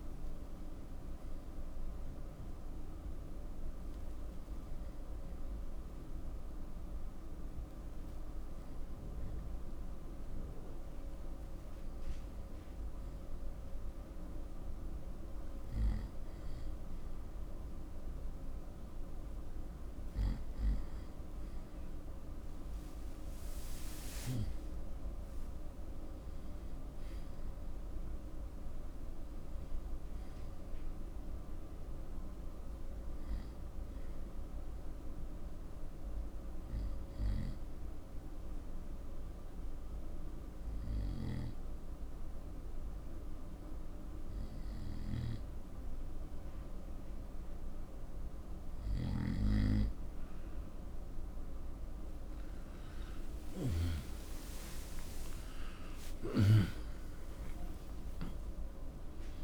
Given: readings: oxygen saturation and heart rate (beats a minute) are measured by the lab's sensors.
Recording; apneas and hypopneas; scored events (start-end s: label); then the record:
breathing in sleep by a room microphone; 2
1.00-19.50 s: hypopnea (oxygen 94% before, 91% lowest, heart rate 81 before, 61 extreme, up 7 after)
22.50-26.50 s: arousal
36.50-51.50 s: central apnea (oxygen 95% before, 91% lowest, heart rate 82 before, 61 extreme, up 21 after)
54.50-59.44 s: arousal
From the record:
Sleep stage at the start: N2 (light sleep); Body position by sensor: on the right side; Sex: male